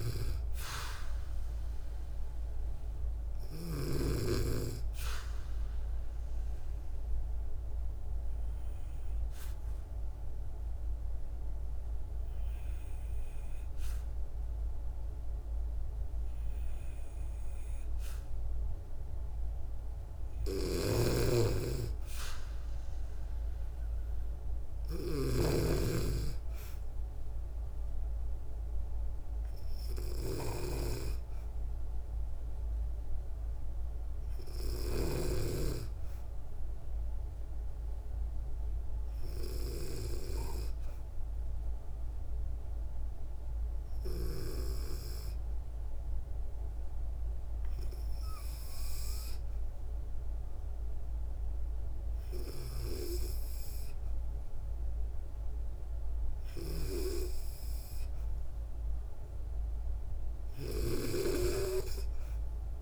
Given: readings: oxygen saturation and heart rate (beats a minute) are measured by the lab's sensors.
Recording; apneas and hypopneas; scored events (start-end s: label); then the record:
breathing in sleep by a room microphone; 2
0.00-3.50 s: snoring (device-marked)
6.00-20.00 s: obstructive apnea (oxygen 96% before, 93% lowest, heart rate 65 before, 63 extreme, up 2 after)
20.00-25.00 s: snoring (device-marked)
23.50-27.50 s: arousal
41.00-54.50 s: hypopnea (oxygen 97% before, 93% lowest, heart rate 65 before, 63 extreme)
56.00-60.00 s: arousal
From the record:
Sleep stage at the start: N2 (light sleep); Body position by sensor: on the back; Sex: female